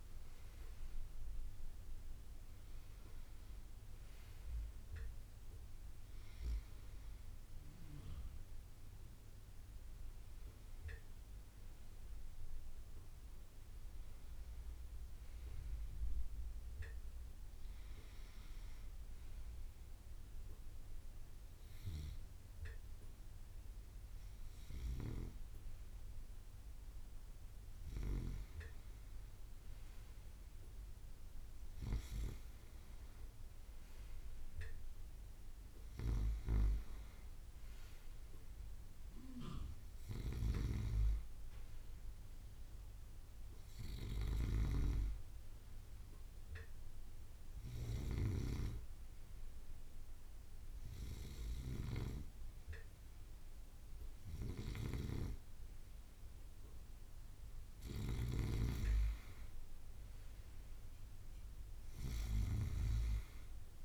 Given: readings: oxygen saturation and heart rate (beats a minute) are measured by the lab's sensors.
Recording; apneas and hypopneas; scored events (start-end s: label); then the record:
breathing in sleep by a room microphone; none
0.00-5.50 s: drop in pulse transit time (device-marked, heart rate 64 extreme)
18.50-30.50 s: drop in pulse transit time (device-marked, heart rate 64 before, 60 extreme)
27.50-63.85 s: new sleep stage, N2 (light sleep)
60.50-63.85 s: drop in pulse transit time (device-marked, heart rate 62 before, 60 extreme)
From the record:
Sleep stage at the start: N1 (lightest sleep); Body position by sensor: on the right side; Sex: male